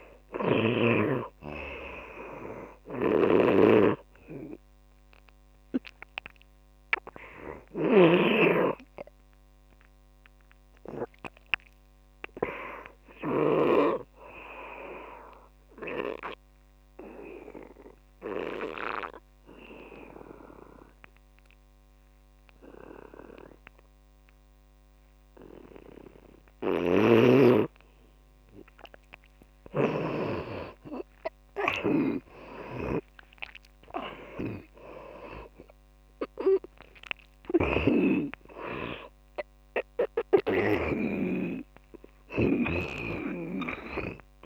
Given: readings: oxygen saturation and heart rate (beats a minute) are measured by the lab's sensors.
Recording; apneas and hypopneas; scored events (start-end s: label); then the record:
breathing in sleep by a microphone on the trachea; 1
0.00-14.00 s: snoring (device-marked)
14.50-28.00 s: obstructive apnea (oxygen 98% before, 86% lowest, heart rate 88 before, 66 extreme, up 14 after)
27.00-41.50 s: snoring (device-marked)
29.00-44.46 s: oxygen desaturation (device-marked, oxygen 97% before, 86% lowest, heart rate 80 before, 64 extreme)
29.50-33.50 s: arousal
From the record:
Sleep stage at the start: N2 (light sleep); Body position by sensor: on the back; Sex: male